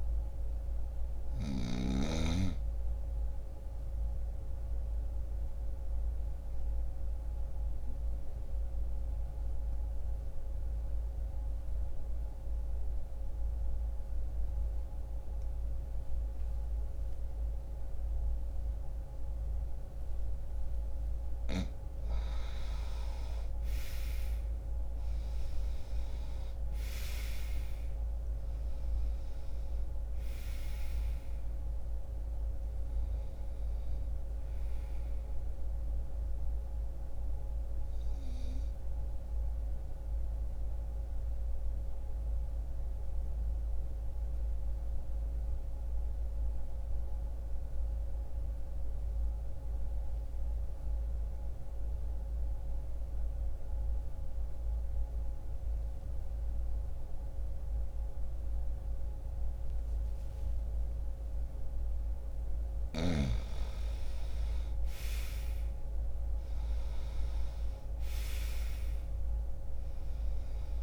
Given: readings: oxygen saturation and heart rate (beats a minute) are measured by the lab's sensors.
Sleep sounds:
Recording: breathing in sleep, hard to hear, by a room microphone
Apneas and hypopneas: 2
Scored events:
0.00-1.50 s: snoring (device-marked)
2.50-20.50 s: obstructive apnea (oxygen 98% before, 86% lowest, heart rate 62 before, 60 extreme, up 3 after)
7.00-19.00 s: oxygen desaturation (device-marked, oxygen 94% before, 89% lowest, heart rate 62 before, 60 extreme)
22.00-26.50 s: arousal
26.00-57.00 s: oxygen desaturation (device-marked, oxygen 95% before, 86% lowest, heart rate 62 before, 59 extreme)
37.50-61.50 s: mixed apnea (oxygen 95% before, 86% lowest, heart rate 62 before, 59 extreme, up 1 after)
63.50-67.50 s: arousal
From the record:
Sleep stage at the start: N2 (light sleep)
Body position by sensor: on the back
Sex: male

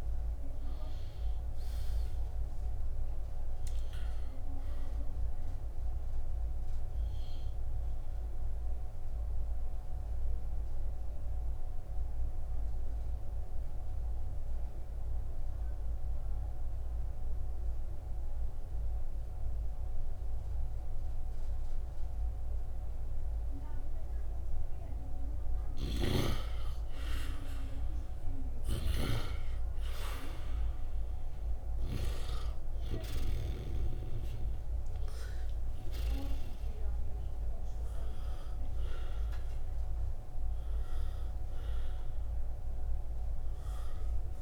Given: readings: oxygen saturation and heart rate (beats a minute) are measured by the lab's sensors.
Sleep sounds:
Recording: breathing in sleep by a room microphone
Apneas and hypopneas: 1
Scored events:
0.00-5.50 s: oxygen desaturation (device-marked, oxygen 81% lowest, heart rate 51 extreme)
3.50-7.00 s: arousal
9.00-25.00 s: obstructive apnea (oxygen 99% before, 83% lowest, heart rate 74 before, 62 extreme, up 1 after)
25.50-33.50 s: snoring (device-marked)
26.50-44.42 s: oxygen desaturation (device-marked, oxygen 100% before, 88% lowest, heart rate 71 before, 58 extreme)
27.00-31.00 s: arousal
From the record:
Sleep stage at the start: N2 (light sleep)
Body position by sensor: on the right side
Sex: male

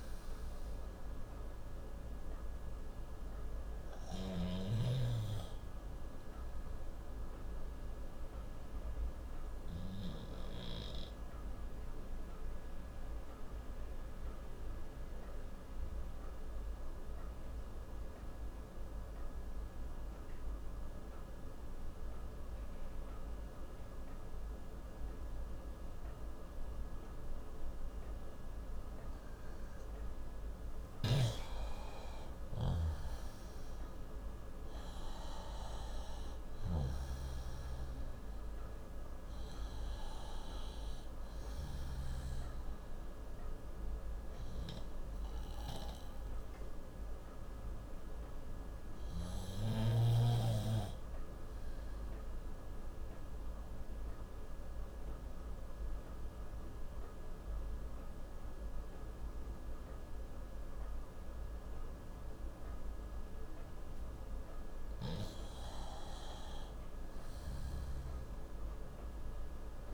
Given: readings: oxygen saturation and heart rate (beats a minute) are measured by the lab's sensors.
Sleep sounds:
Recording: breathing in sleep by a room microphone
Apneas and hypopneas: 2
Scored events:
0.00-15.50 s: oxygen desaturation (device-marked, oxygen 90% lowest, heart rate 56 extreme)
9.00-29.50 s: obstructive apnea (oxygen 97% before, 91% lowest, heart rate 67 before, 56 extreme, up 9 after)
32.00-35.50 s: arousal
32.50-61.50 s: oxygen desaturation (device-marked, oxygen 97% before, 91% lowest, heart rate 59 before, 57 extreme)
52.50-64.50 s: obstructive apnea (oxygen 97% before, 91% lowest, heart rate 65 before, 57 extreme, up 7 after)
67.00-69.94 s: arousal
From the record:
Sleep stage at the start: N2 (light sleep)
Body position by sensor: on the left side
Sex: male

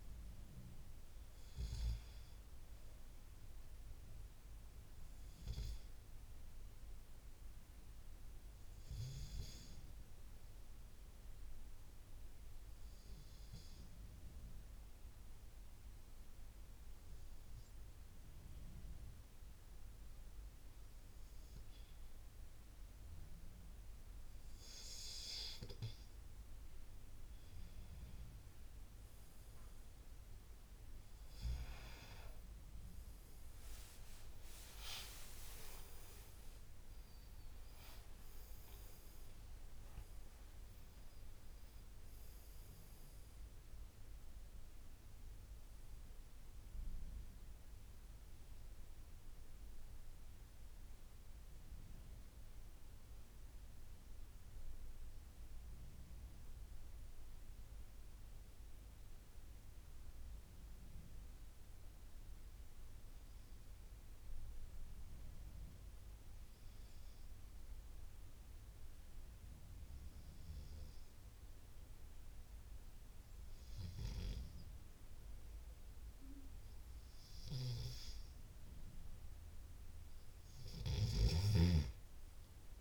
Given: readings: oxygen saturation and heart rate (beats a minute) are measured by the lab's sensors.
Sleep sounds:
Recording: breathing in sleep by a room microphone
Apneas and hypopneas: 2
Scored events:
0.00-16.00 s: oxygen desaturation (device-marked, oxygen 92% lowest, heart rate 69 extreme)
5.00-26.50 s: obstructive apnea (oxygen 97% before, 92% lowest, heart rate 79 before, 65 extreme, up 8 after)
33.50-39.50 s: arousal
36.00-61.00 s: oxygen desaturation (device-marked, oxygen 96% before, 92% lowest, heart rate 76 before, 63 extreme)
49.00-78.50 s: obstructive apnea (oxygen 97% before, 92% lowest, heart rate 81 before, 64 extreme, up 6 after)
78.00-82.81 s: oxygen desaturation (device-marked, oxygen 97% before, 93% lowest, heart rate 73 before, 68 extreme)
From the record:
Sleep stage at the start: N2 (light sleep)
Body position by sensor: on the left side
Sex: male

